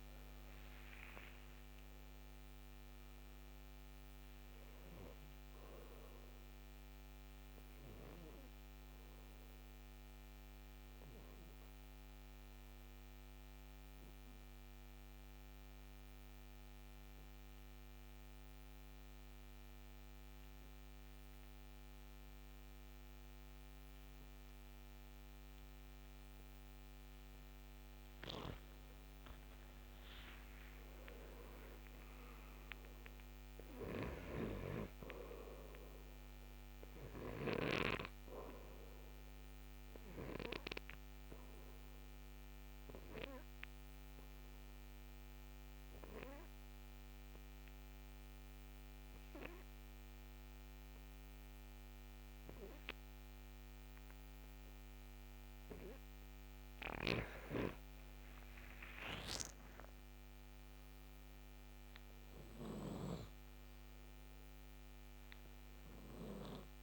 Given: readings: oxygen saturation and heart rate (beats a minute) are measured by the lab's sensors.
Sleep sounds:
breathing in sleep by a microphone on the trachea; 2
1.50-20.50 s: oxygen desaturation (device-marked, oxygen 98% before, 93% lowest, heart rate 63 before, 55 extreme)
10.00-27.00 s: obstructive apnea (oxygen 99% before, 90% lowest, heart rate 65 before, 58 extreme, up 22 after)
28.50-33.00 s: arousal
31.50-52.50 s: oxygen desaturation (device-marked, oxygen 97% before, 90% lowest, heart rate 64 before, 53 extreme)
33.50-37.50 s: snoring (device-marked)
41.50-56.50 s: obstructive apnea (oxygen 97% before, 90% lowest, heart rate 69 before, 53 extreme, up 12 after)
58.00-62.50 s: arousal
62.50-66.83 s: oxygen desaturation (device-marked, oxygen 97% before, 92% lowest, heart rate 62 before, 53 extreme)
From the record:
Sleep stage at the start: N2 (light sleep); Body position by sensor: on the right side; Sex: male

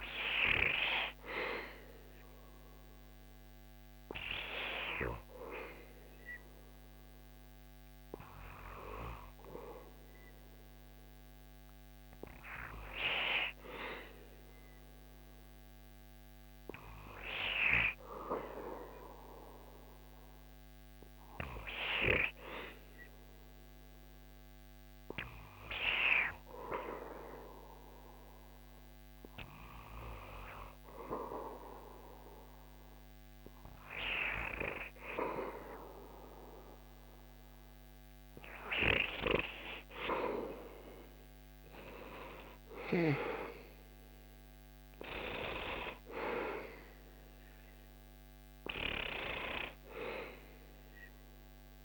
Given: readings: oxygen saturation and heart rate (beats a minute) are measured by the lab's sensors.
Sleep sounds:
breathing in sleep by a microphone on the trachea; none
40.00-45.00 s: arousal
From the record:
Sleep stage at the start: N2 (light sleep); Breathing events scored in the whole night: 488 in 6.6 hours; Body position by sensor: on the back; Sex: male

